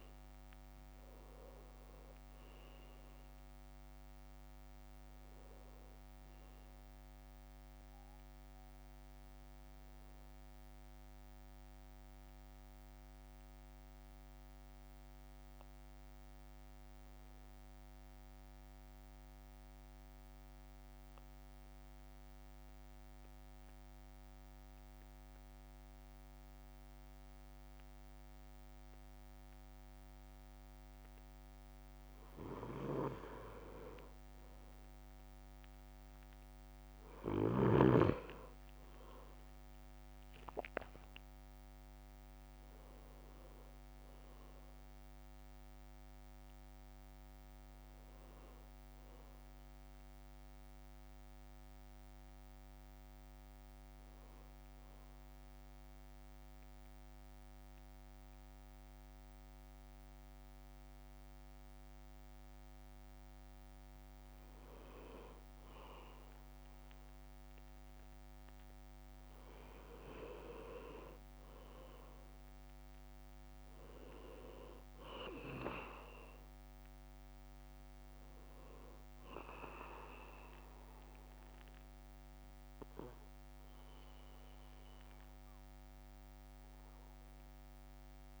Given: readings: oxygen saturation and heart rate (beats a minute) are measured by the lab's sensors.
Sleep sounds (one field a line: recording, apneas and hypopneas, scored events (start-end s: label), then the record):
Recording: breathing in sleep by a microphone on the trachea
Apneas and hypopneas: 2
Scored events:
0.00-2.00 s: oxygen desaturation (device-marked, oxygen 95% lowest, heart rate 53 extreme)
0.00-8.00 s: drop in pulse transit time (device-marked, heart rate 52 extreme)
20.00-33.00 s: central apnea (oxygen 98% before, 94% lowest, heart rate 56 before, 53 extreme, up 2 after)
38.50-40.00 s: leg movement (device-marked)
40.00-45.00 s: arousal
52.00-65.50 s: hypopnea (oxygen 100% before, 95% lowest, heart rate 57 before, 51 extreme, up 3 after)
69.50-74.50 s: arousal
71.00-72.50 s: leg movement (device-marked)
From the record:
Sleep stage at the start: N2 (light sleep)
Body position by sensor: on the back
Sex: male